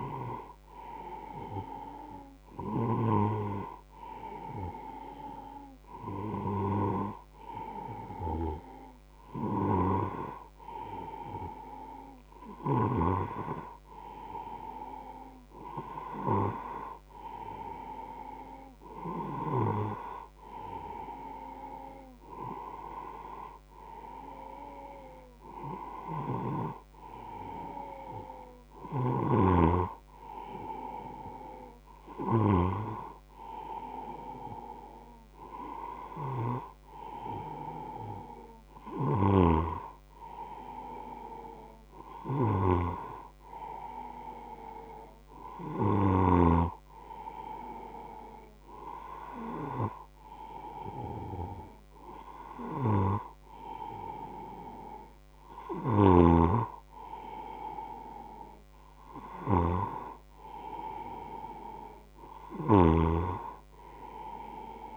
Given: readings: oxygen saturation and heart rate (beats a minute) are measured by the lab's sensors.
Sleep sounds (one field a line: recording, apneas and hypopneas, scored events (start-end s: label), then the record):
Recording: breathing in sleep by a microphone on the trachea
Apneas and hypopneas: none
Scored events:
38.50-46.50 s: snoring (device-marked)
55.50-64.97 s: snoring (device-marked)
From the record:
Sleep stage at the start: N1 (lightest sleep)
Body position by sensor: on the right side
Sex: male